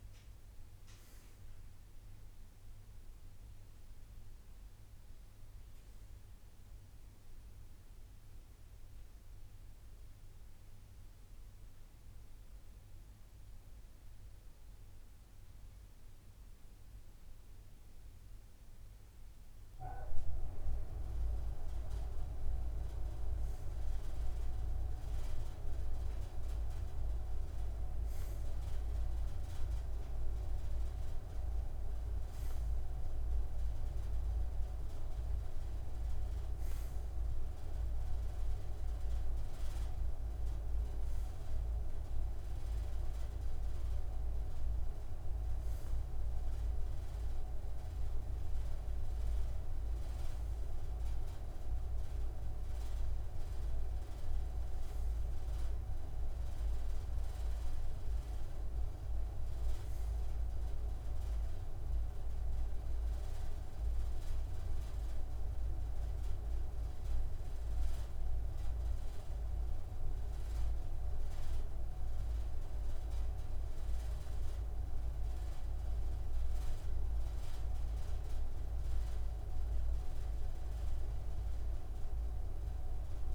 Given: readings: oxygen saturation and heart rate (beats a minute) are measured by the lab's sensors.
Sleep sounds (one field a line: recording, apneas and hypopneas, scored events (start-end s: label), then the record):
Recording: breathing in sleep by a room microphone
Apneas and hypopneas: 2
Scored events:
0.00-3.00 s: arousal
9.00-20.50 s: hypopnea (oxygen 98% before, 96% lowest, heart rate 82 before, 78 extreme, up 3 after)
22.50-27.00 s: arousal
55.50-59.50 s: arousal
62.50-78.50 s: hypopnea (oxygen 97% before, 95% lowest, heart rate 81 before, 77 extreme, up 2 after)
80.50-83.35 s: arousal
From the record:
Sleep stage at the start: N2 (light sleep)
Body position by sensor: on the right side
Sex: male